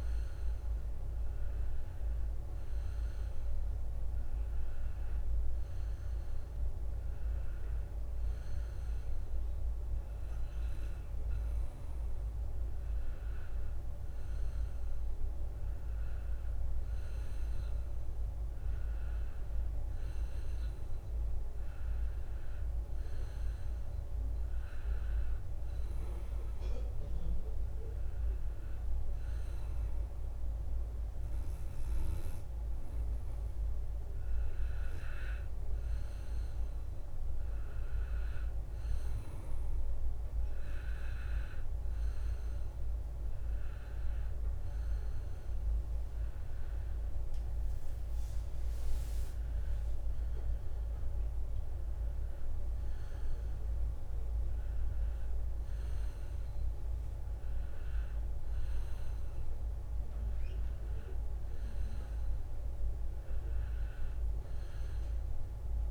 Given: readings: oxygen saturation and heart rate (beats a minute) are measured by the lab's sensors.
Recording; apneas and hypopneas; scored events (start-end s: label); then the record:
breathing in sleep, hard to hear, by a room microphone; none
43.00-60.00 s: drop in pulse transit time (device-marked, heart rate 67 before, 66 extreme)
46.00-51.00 s: leg movement (device-marked)
From the record:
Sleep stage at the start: N2 (light sleep); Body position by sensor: on the back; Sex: male